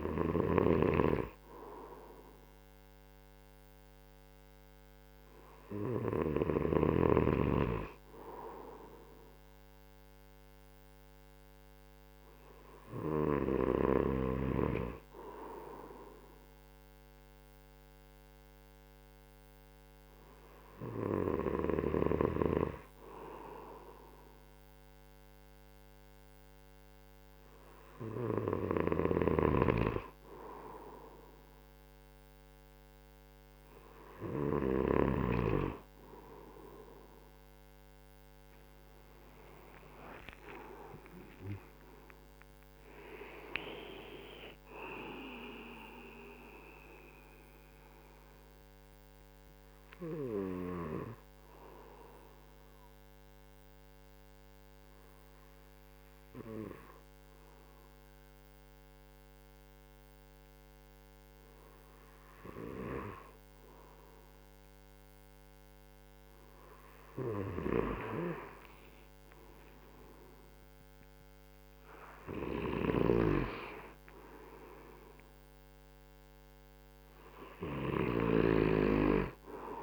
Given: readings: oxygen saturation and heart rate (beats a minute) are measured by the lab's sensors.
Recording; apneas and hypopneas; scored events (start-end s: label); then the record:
breathing in sleep by a microphone on the trachea; 1
0.50-6.50 s: snoring (device-marked)
29.00-35.00 s: snoring (device-marked)
38.50-42.50 s: arousal
46.50-63.50 s: obstructive apnea (oxygen 96% before, 95% lowest)
64.50-67.50 s: arousal
72.50-78.50 s: snoring (device-marked)
From the record:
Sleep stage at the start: N2 (light sleep); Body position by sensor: on the right side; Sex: male